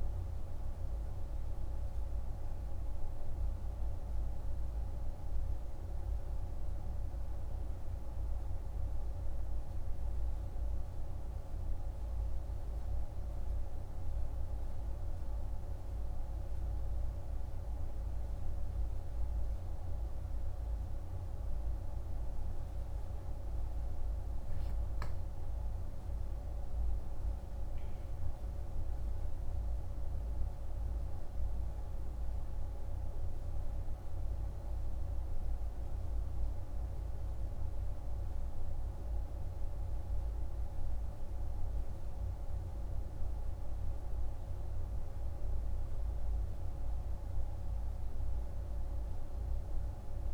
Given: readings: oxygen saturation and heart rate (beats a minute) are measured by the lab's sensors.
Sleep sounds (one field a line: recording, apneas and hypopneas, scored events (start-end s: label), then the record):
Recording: a person partly awake in a sleep study, hard to hear, by a room microphone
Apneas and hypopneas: none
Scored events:
0.50-30.50 s: new sleep stage, N1 (lightest sleep)
30.50-50.34 s: new sleep stage, N2 (light sleep)
From the record:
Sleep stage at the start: awake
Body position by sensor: on the back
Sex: male